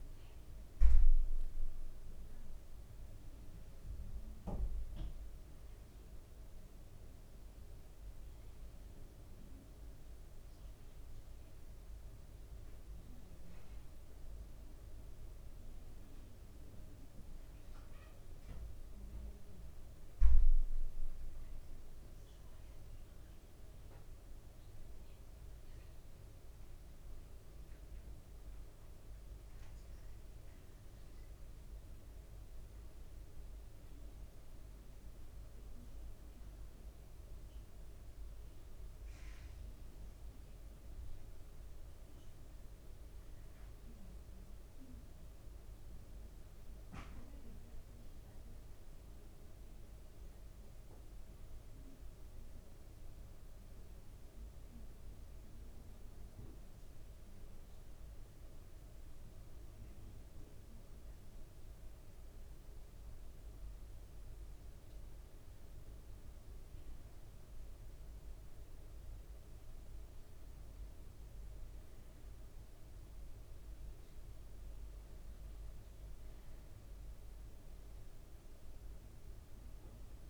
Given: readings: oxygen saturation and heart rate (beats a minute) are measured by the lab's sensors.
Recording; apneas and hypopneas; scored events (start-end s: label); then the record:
a person awake in a sleep study, hard to hear, by a room microphone; none
none scored
From the record:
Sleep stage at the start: awake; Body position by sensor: on the right side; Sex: male